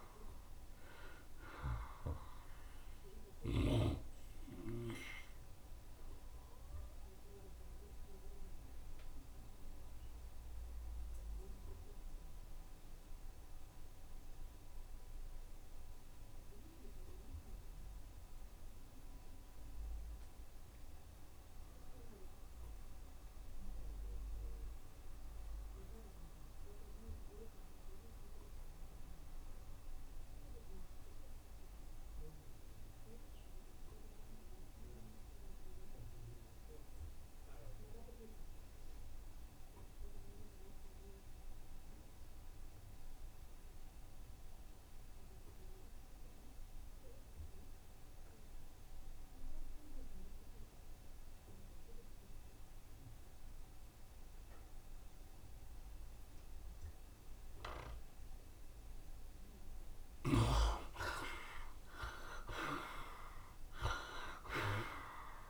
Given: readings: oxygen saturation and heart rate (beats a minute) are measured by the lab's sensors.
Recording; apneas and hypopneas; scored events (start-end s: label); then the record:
breathing in sleep by a room microphone; 1
0.00-1.50 s: arousal
0.00-21.50 s: oxygen desaturation (device-marked, oxygen 57% lowest, heart rate 66 extreme)
4.50-6.50 s: long interval between heartbeats (device-marked, heart rate 73 before, 83 extreme)
5.50-60.00 s: mixed apnea (oxygen 87% before, 54% lowest, heart rate 74 before, 66 extreme, up 5 after)
30.50-65.50 s: oxygen desaturation (device-marked, oxygen 84% before, 54% lowest, heart rate 67 before, 68 extreme)
61.50-65.50 s: arousal
From the record:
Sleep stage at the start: N2 (light sleep); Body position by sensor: on the right side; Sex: male